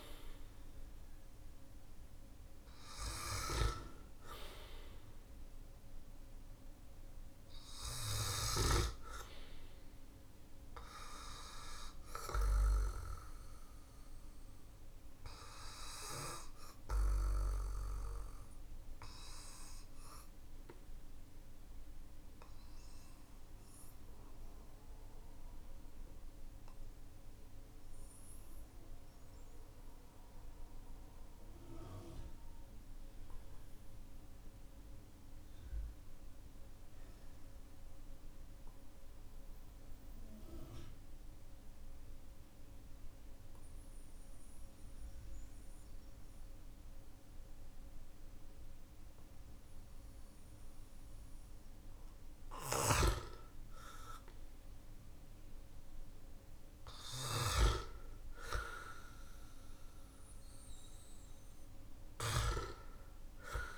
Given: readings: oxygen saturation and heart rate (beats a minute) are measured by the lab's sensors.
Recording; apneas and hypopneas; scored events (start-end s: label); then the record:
breathing in sleep by a room microphone; 1
0.00-2.50 s: arousal
5.00-40.00 s: oxygen desaturation (device-marked, oxygen 97% before, 94% lowest, heart rate 53 before, 44 extreme)
12.50-52.50 s: obstructive apnea (oxygen 99% before, 94% lowest, heart rate 51 before, 44 extreme, up 5 after)
52.00-62.00 s: snoring (device-marked)
54.00-58.50 s: arousal
From the record:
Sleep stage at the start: N2 (light sleep); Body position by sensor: on the back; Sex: male